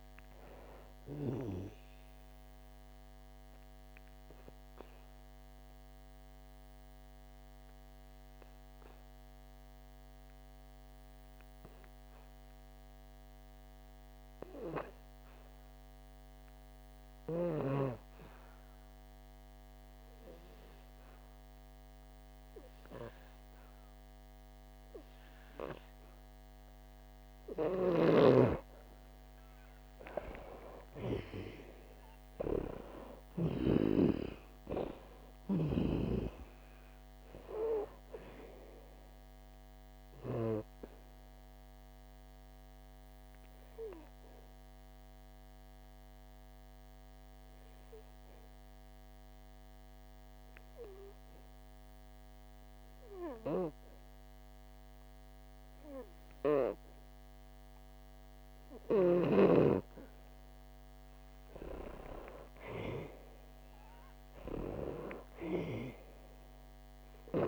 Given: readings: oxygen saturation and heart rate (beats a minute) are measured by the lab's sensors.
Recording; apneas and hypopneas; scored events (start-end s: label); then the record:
breathing in sleep by a microphone on the trachea; 2
0.00-18.00 s: oxygen desaturation (device-marked, oxygen 86% lowest, heart rate 59 extreme)
2.50-28.50 s: obstructive apnea (oxygen 98% before, 86% lowest, heart rate 82 before, 59 extreme, up 14 after)
28.00-34.00 s: snoring (device-marked)
30.50-34.50 s: arousal
33.00-60.00 s: oxygen desaturation (device-marked, oxygen 98% before, 87% lowest, heart rate 65 before, 59 extreme)
39.50-60.00 s: obstructive apnea (oxygen 98% before, 87% lowest, heart rate 70 before, 59 extreme, up 36 after)
62.50-65.50 s: arousal
From the record:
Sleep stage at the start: N2 (light sleep); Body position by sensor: on the back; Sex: female